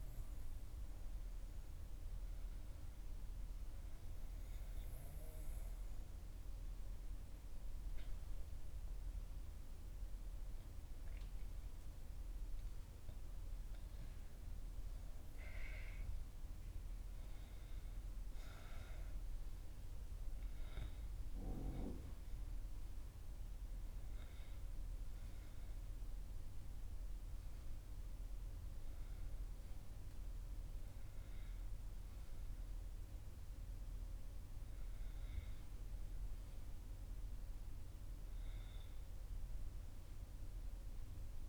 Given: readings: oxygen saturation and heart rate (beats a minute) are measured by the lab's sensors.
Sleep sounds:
a person awake in a sleep study, hard to hear, by a room microphone; none
none scored
From the record:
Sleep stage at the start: awake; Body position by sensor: on the back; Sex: female

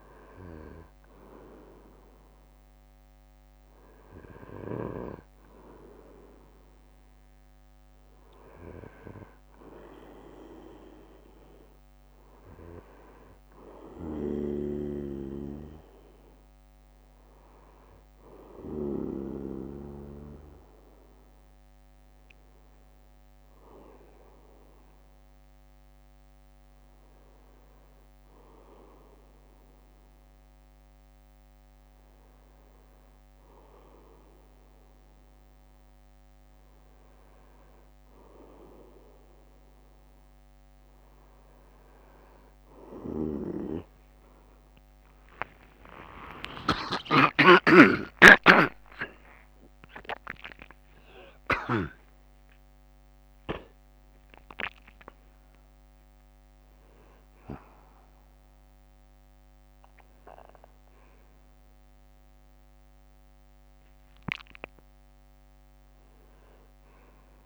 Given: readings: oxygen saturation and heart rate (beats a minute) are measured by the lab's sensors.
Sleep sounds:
a person partly awake in a sleep study, by a microphone on the trachea; none
0.00-3.00 s: arousal
18.50-20.50 s: bradycardia (device-marked, heart rate 70 before, 63 extreme)
21.50-25.50 s: bradycardia (device-marked, heart rate 70 before, 58 extreme)
31.50-33.50 s: bradycardia (device-marked, heart rate 69 before, 61 extreme)
36.50-42.50 s: bradycardia (device-marked, heart rate 69 before, 52 extreme)
42.50-67.45 s: new sleep stage, awake
44.50-50.50 s: tachycardia (device-marked, heart rate 69 before, 139 extreme)
From the record:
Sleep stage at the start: N2 (light sleep); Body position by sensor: on the back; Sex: male

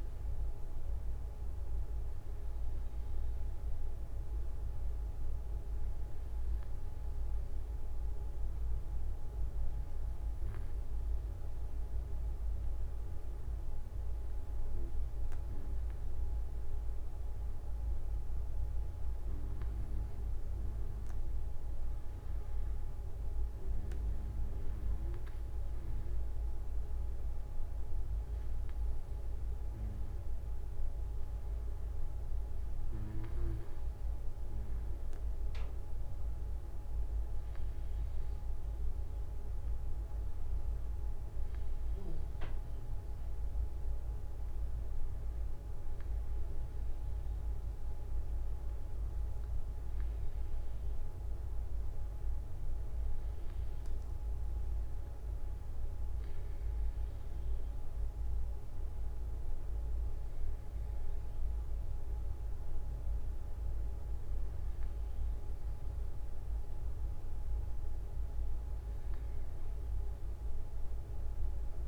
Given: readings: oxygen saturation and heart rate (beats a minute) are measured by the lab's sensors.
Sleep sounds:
breathing in sleep, hard to hear, by a room microphone; none
12.00-14.00 s: long interval between heartbeats (device-marked)
30.00-32.00 s: long interval between heartbeats (device-marked)
From the record:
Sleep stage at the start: REM sleep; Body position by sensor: on the back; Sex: male

